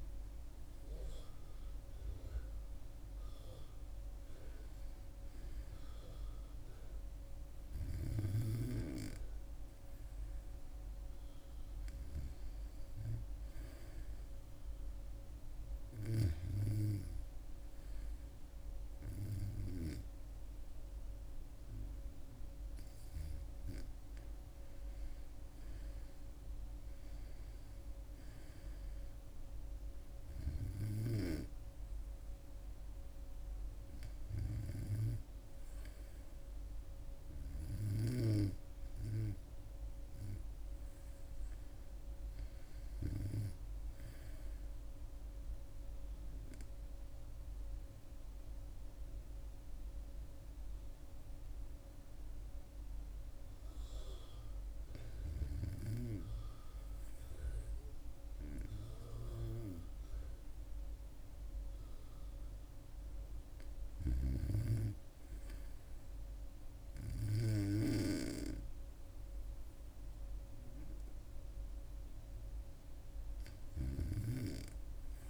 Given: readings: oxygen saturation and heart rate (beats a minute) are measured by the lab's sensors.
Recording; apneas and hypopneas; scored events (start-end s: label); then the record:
breathing in sleep by a room microphone; 1
45.50-55.50 s: obstructive apnea (oxygen 99% before, 92% lowest, heart rate 72 before, 70 extreme, up 1 after)
62.50-73.50 s: oxygen desaturation (device-marked, oxygen 97% before, 94% lowest, heart rate 72 before, 70 extreme)
63.00-67.00 s: arousal
From the record:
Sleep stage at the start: REM sleep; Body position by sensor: on the back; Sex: female